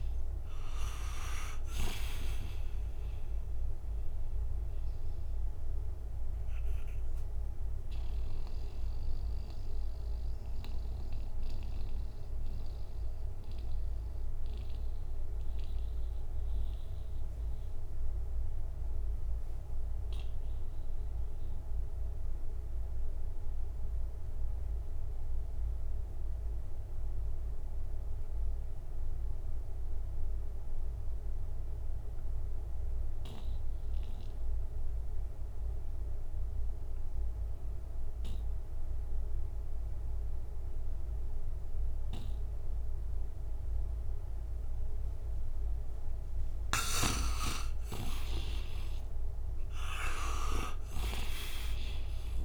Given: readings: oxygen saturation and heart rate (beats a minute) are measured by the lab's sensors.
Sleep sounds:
breathing in sleep by a room microphone; 1
0.00-25.00 s: oxygen desaturation (device-marked, oxygen 78% lowest, heart rate 59 extreme)
1.50-8.00 s: snoring (device-marked)
5.00-45.00 s: mixed apnea (oxygen 98% before, 77% lowest, heart rate 72 before, 61 extreme, up 16 after)
40.00-52.45 s: oxygen desaturation (device-marked, oxygen 97% before, 77% lowest, heart rate 62 before, 57 extreme)
47.50-52.45 s: arousal
From the record:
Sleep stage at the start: N2 (light sleep); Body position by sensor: on the right side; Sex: male

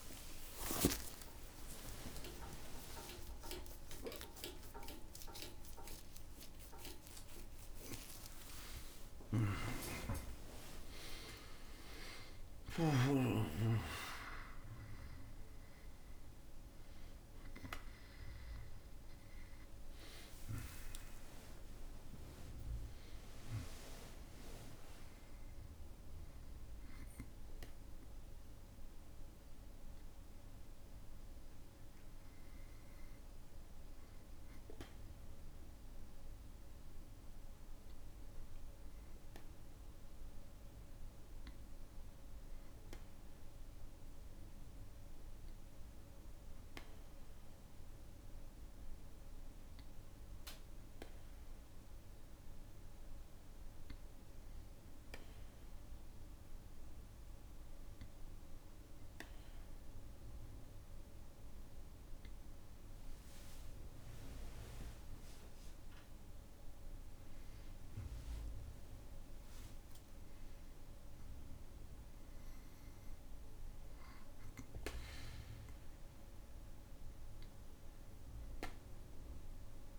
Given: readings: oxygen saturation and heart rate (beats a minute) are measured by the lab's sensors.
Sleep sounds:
a person partly awake in a sleep study, by a room microphone; none
0.50-8.50 s: tachycardia (device-marked, heart rate 59 before, 153 extreme)
1.50-3.50 s: long interval between heartbeats (device-marked, heart rate 60 before, 86 extreme)
4.50-6.50 s: long interval between heartbeats (device-marked, heart rate 65 before, 129 extreme)
7.00-9.00 s: long interval between heartbeats (device-marked, heart rate 73 before, 142 extreme)
25.50-79.99 s: new sleep stage, N2 (light sleep)
62.50-67.00 s: arousal
62.50-70.50 s: tachycardia (device-marked, heart rate 61 before, 157 extreme)
63.00-65.00 s: long interval between heartbeats (device-marked, heart rate 58 before, 67 extreme)
66.00-68.00 s: long interval between heartbeats (device-marked, heart rate 62 before, 112 extreme)
68.50-70.50 s: long interval between heartbeats (device-marked, heart rate 72 before, 148 extreme)
From the record:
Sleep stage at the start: awake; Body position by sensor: on the back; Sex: male

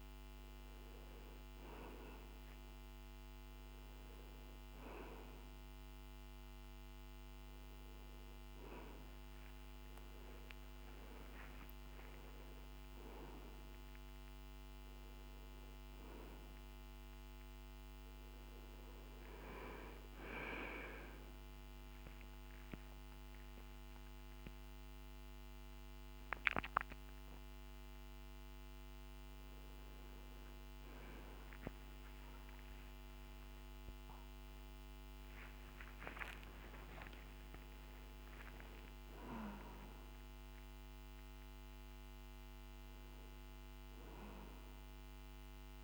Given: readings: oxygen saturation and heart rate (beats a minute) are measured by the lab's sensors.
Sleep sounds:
a person awake in a sleep study, by a microphone on the trachea; none
none scored
From the record:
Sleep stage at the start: awake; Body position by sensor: on the back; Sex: male

